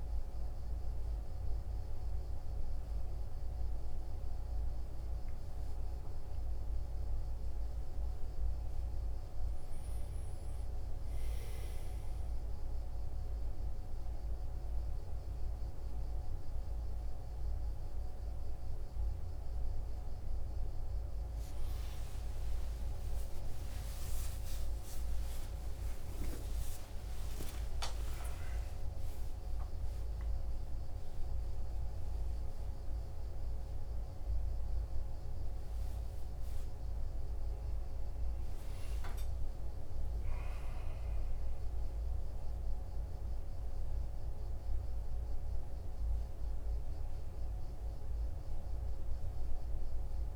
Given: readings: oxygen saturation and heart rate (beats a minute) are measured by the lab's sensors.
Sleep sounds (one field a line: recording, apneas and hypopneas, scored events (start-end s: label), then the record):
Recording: a person awake in a sleep study, hard to hear, by a room microphone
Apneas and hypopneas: none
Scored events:
none scored
From the record:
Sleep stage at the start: awake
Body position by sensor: on the right side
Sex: male